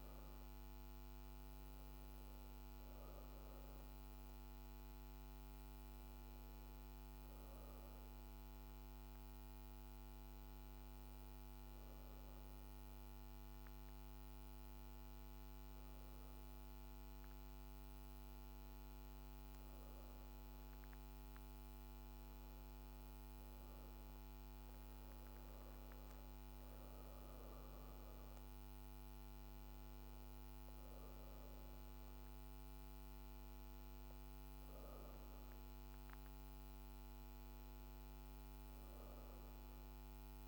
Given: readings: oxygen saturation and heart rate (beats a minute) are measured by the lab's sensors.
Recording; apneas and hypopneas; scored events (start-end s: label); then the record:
breathing in sleep, hard to hear, by a microphone on the trachea; none
11.50-40.48 s: new sleep stage, N2 (light sleep)
From the record:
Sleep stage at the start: N1 (lightest sleep); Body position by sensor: on the back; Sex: female